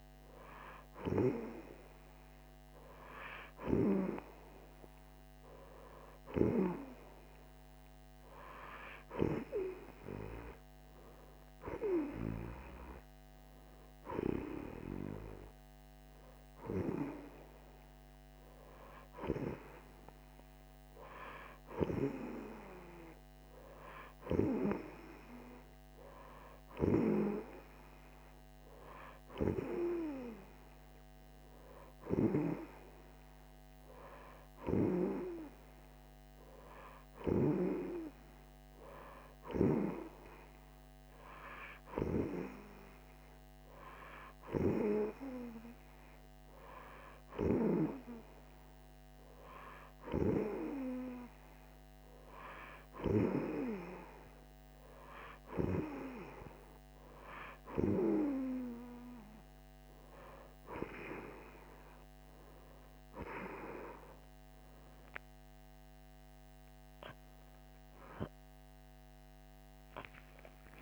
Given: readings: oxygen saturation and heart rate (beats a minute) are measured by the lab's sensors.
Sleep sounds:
breathing in sleep by a microphone on the trachea; none
none scored
From the record:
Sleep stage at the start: N2 (light sleep); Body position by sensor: on the right side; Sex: female

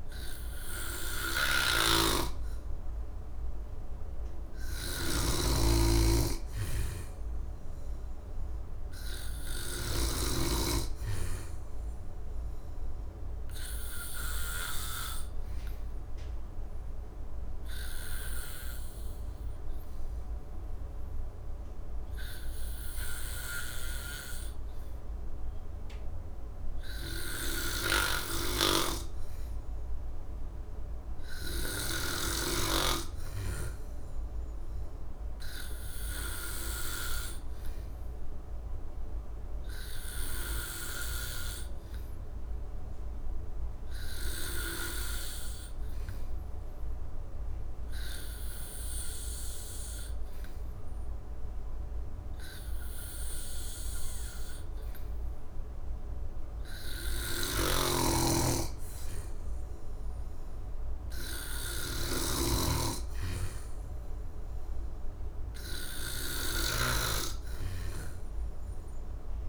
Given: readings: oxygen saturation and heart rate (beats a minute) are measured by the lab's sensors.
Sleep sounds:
breathing in sleep by a room microphone; 1
1.00-10.00 s: snoring (device-marked)
14.00-28.00 s: oxygen desaturation (device-marked, oxygen 91% before, 88% lowest, heart rate 72 before, 67 extreme)
28.00-32.50 s: snoring (device-marked)
37.00-50.00 s: oxygen desaturation (device-marked, oxygen 96% before, 90% lowest, heart rate 70 before, 68 extreme)
37.00-69.49 s: new sleep stage, N2 (light sleep)
42.50-56.50 s: hypopnea (oxygen 96% before, 89% lowest, heart rate 70 before, 66 extreme, up 3 after)
57.00-66.50 s: snoring (device-marked)
58.00-61.00 s: arousal
63.00-69.49 s: oxygen desaturation (device-marked, oxygen 93% before, 89% lowest, heart rate 70 before, 66 extreme)
From the record:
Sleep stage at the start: N3 (deep sleep); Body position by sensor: on the back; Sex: male

